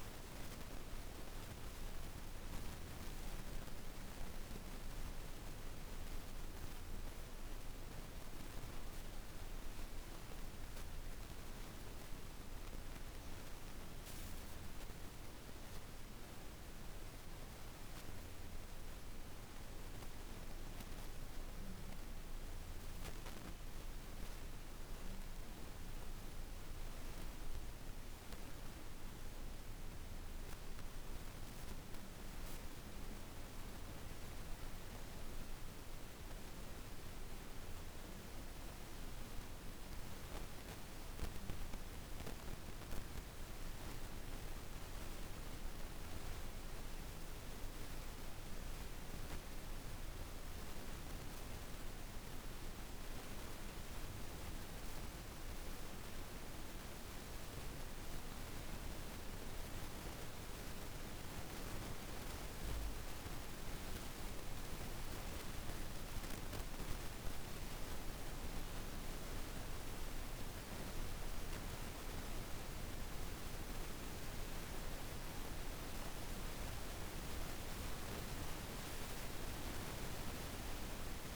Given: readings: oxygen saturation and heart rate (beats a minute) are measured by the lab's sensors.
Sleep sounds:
breathing in sleep, hard to hear, by a room microphone; none
43.50-81.35 s: new sleep stage, N1 (lightest sleep)
60.50-65.50 s: arousal
From the record:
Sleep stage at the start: N2 (light sleep); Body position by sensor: on the back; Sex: female

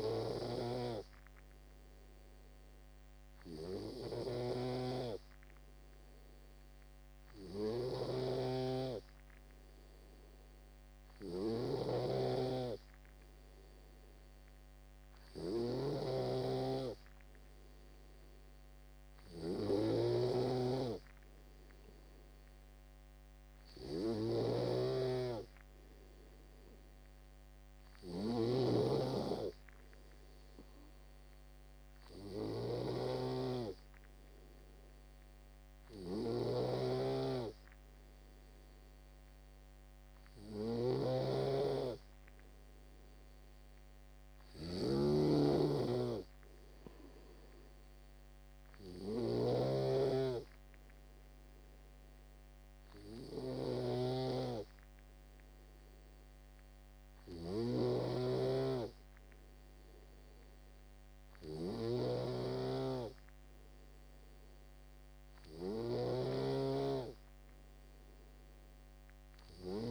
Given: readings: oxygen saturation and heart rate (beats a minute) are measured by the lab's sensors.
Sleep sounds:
breathing in sleep by a microphone on the trachea; none
11.50-20.50 s: snoring (device-marked)
36.50-69.91 s: snoring (device-marked)
From the record:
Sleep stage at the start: N3 (deep sleep); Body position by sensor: on the back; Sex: male

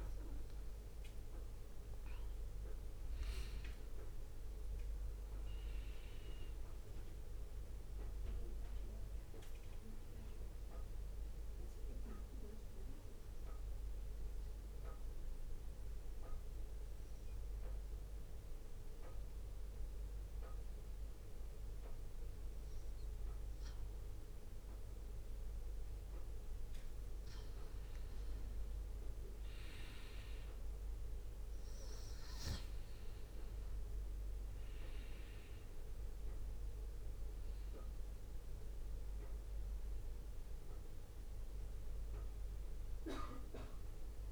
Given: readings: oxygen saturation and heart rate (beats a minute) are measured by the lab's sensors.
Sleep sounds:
breathing in sleep, hard to hear, by a room microphone; 1
3.00-7.50 s: arousal
3.00-15.00 s: drop in pulse transit time (device-marked, heart rate 63 before, 58 extreme)
8.00-23.00 s: oxygen desaturation (device-marked, oxygen 95% before, 91% lowest, heart rate 64 before, 55 extreme)
12.50-28.00 s: mixed apnea (oxygen 95% before, 91% lowest, heart rate 64 before, 55 extreme, up 2 after)
34.00-38.50 s: arousal
From the record:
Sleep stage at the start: N2 (light sleep); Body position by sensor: on the back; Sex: male

